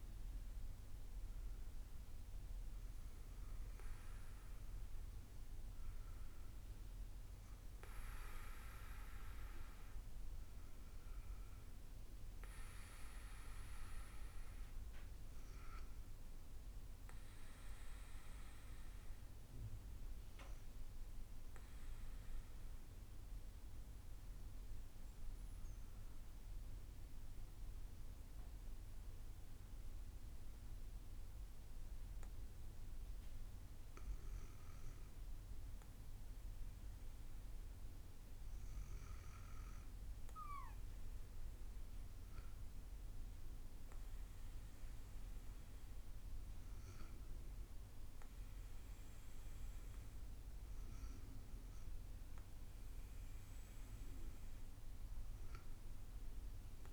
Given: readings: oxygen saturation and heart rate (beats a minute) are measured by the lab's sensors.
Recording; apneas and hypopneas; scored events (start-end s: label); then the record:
breathing in sleep, hard to hear, by a room microphone; 1
22.00-33.00 s: obstructive apnea (oxygen 98% before, 96% lowest, heart rate 59 before, 57 extreme, up 5 after)
35.50-40.00 s: arousal
From the record:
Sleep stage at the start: REM sleep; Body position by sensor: on the back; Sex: female